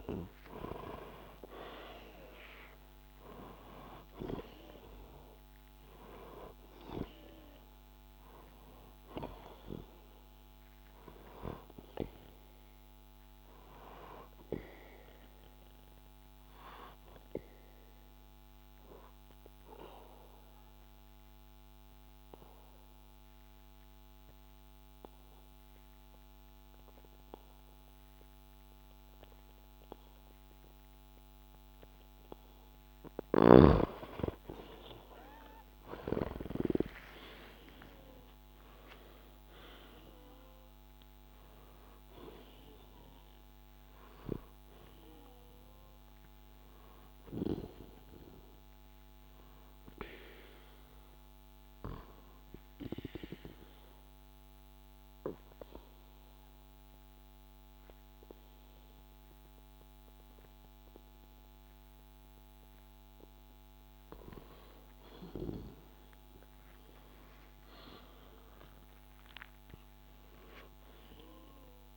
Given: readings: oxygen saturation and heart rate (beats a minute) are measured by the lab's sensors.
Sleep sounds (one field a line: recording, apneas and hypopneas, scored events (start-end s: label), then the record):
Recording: breathing in sleep by a microphone on the trachea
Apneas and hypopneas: 2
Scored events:
0.00-3.50 s: arousal
7.00-26.00 s: oxygen desaturation (device-marked, oxygen 98% before, 92% lowest, heart rate 61 before, 59 extreme)
14.00-31.50 s: obstructive apnea (oxygen 98% before, 92% lowest, heart rate 62 before, 59 extreme)
34.00-39.00 s: arousal
44.00-61.00 s: oxygen desaturation (device-marked, oxygen 98% before, 92% lowest, heart rate 62 before, 61 extreme)
51.50-64.00 s: obstructive apnea (oxygen 98% before, 91% lowest, heart rate 61 before, 61 extreme, up 3 after)
66.00-71.97 s: arousal
From the record:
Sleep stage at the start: N2 (light sleep)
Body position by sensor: on the back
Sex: male